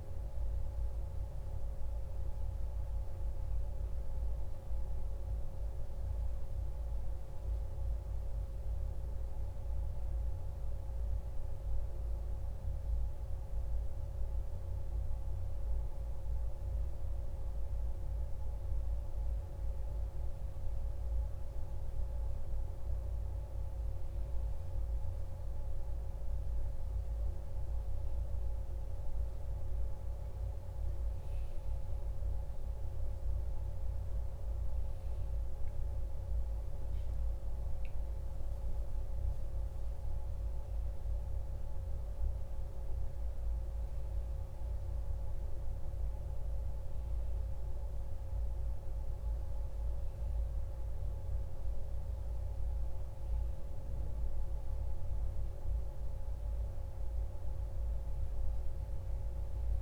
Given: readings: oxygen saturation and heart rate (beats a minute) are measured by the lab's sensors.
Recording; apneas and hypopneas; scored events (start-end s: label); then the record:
a person awake in a sleep study, hard to hear, by a room microphone; none
none scored
From the record:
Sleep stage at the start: awake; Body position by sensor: on the back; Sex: male